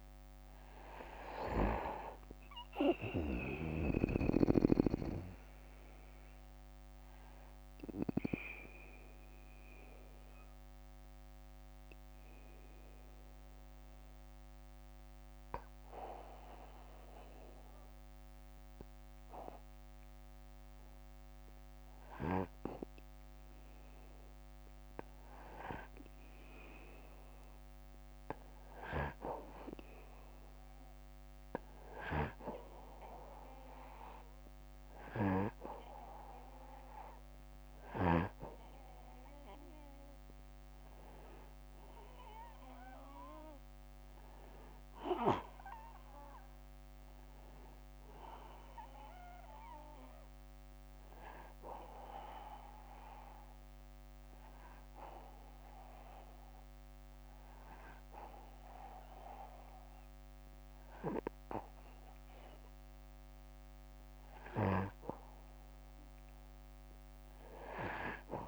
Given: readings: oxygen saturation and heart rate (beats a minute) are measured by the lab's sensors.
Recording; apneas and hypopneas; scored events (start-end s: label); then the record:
breathing in sleep by a microphone on the trachea; 2
0.00-1.00 s: arousal
0.00-3.00 s: snoring (device-marked)
7.00-23.00 s: obstructive apnea (oxygen 96% before, 92% lowest, heart rate 63 before, 56 extreme, up 5 after)
24.50-28.00 s: arousal
36.50-50.50 s: oxygen desaturation (device-marked, oxygen 97% before, 92% lowest, heart rate 59 before, 57 extreme)
42.50-46.00 s: arousal
51.50-63.00 s: obstructive apnea (oxygen 97% before, 91% lowest, heart rate 63 before, 57 extreme, up 5 after)
65.00-68.48 s: arousal
From the record:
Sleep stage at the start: N2 (light sleep); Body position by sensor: on the back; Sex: male